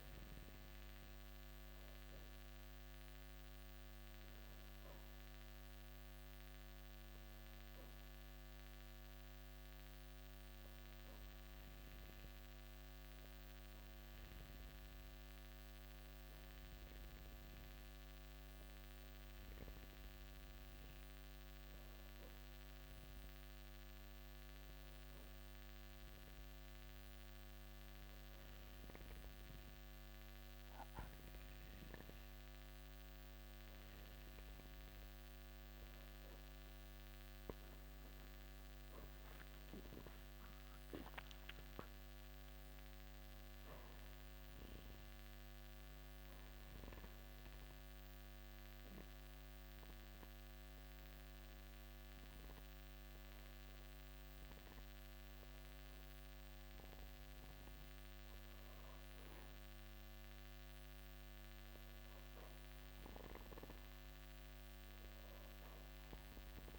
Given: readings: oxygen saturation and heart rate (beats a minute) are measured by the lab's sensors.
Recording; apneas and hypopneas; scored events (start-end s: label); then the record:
breathing in sleep, hard to hear, by a microphone on the trachea; 1
6.00-36.50 s: obstructive apnea (oxygen 95% before, 93% lowest, heart rate 60 before, 54 extreme, up 46 after)
38.50-42.00 s: arousal
From the record:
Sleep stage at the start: N2 (light sleep); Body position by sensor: on the back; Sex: male